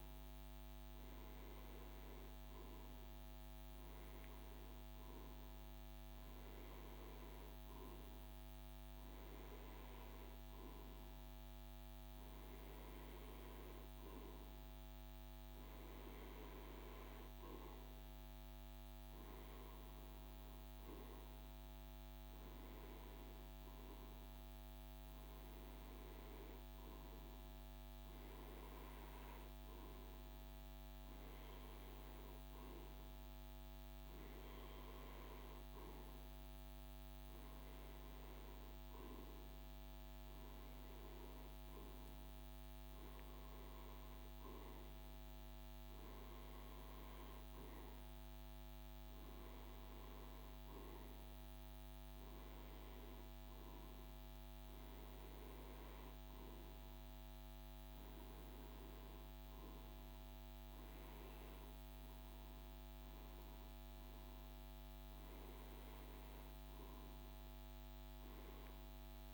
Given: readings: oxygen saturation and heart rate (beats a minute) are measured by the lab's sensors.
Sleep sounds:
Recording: breathing in sleep, hard to hear, by a microphone on the trachea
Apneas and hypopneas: none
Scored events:
3.00-13.00 s: oxygen desaturation (device-marked, oxygen 95% before, 92% lowest, heart rate 53 before, 55 extreme)
From the record:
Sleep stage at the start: REM sleep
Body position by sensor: on the right side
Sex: male

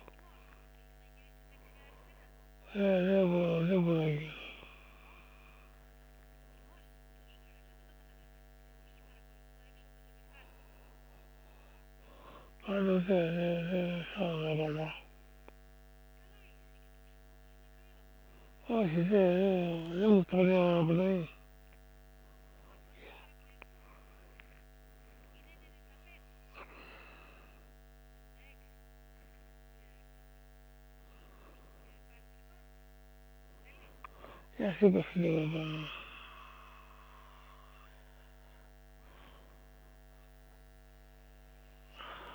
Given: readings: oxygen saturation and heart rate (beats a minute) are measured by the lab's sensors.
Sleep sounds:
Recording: a person awake in a sleep study, by a microphone on the trachea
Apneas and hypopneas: none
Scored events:
none scored
From the record:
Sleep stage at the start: awake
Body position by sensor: on the back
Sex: male

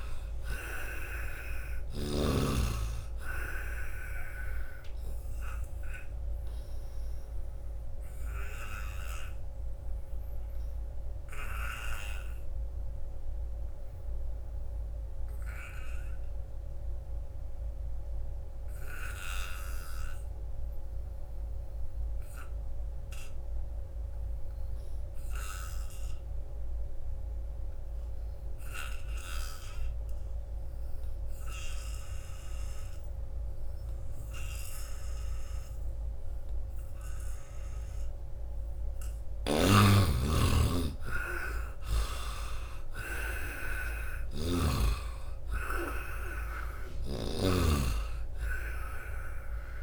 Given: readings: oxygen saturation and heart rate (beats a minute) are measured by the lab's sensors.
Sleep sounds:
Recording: breathing in sleep by a room microphone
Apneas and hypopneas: 1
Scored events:
0.00-2.00 s: snoring (device-marked)
0.00-22.00 s: oxygen desaturation (device-marked, oxygen 75% lowest, heart rate 70 extreme)
7.00-38.00 s: obstructive apnea (oxygen 96% before, 75% lowest, heart rate 80 before, 76 extreme, up 8 after)
29.00-49.83 s: oxygen desaturation (device-marked, oxygen 97% before, 75% lowest, heart rate 84 before, 66 extreme)
40.00-43.50 s: arousal
44.00-47.50 s: snoring (device-marked)
From the record:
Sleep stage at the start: N2 (light sleep)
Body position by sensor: on the back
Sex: male

